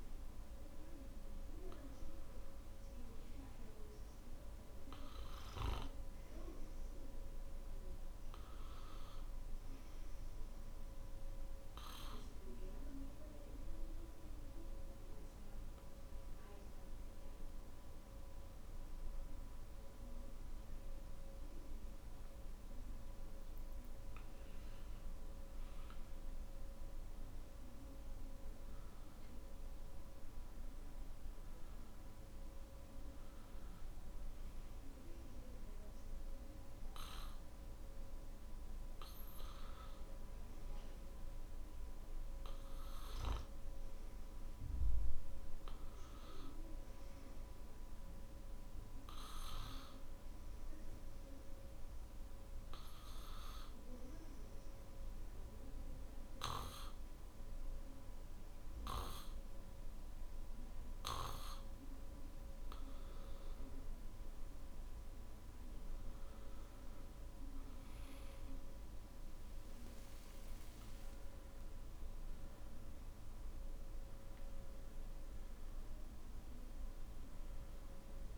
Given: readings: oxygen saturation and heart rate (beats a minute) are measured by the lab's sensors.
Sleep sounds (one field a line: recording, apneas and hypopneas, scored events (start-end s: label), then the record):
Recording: breathing in sleep by a room microphone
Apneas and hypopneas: 1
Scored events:
49.50-64.50 s: obstructive apnea (oxygen 96% before, 92% lowest, heart rate 64 before, 59 extreme, up 10 after)
67.50-72.00 s: arousal
68.00-78.38 s: oxygen desaturation (device-marked, oxygen 96% before, 92% lowest, heart rate 62 before, 59 extreme)
From the record:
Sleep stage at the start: N2 (light sleep)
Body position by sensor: on the back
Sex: male